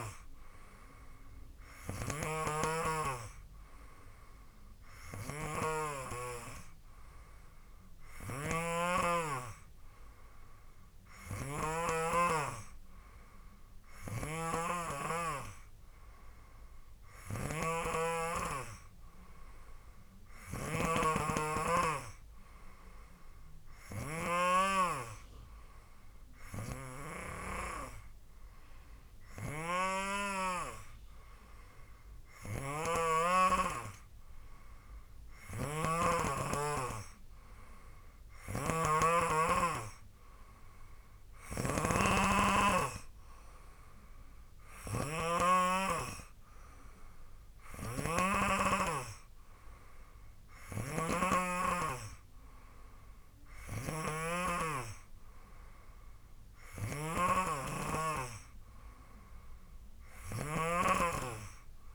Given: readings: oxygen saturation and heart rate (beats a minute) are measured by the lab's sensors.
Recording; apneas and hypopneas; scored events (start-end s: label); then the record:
breathing in sleep by a room microphone; none
0.00-12.00 s: snoring (device-marked)
14.00-31.00 s: snoring (device-marked)
35.50-61.00 s: snoring (device-marked)
From the record:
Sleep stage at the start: N3 (deep sleep); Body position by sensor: on the right side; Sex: male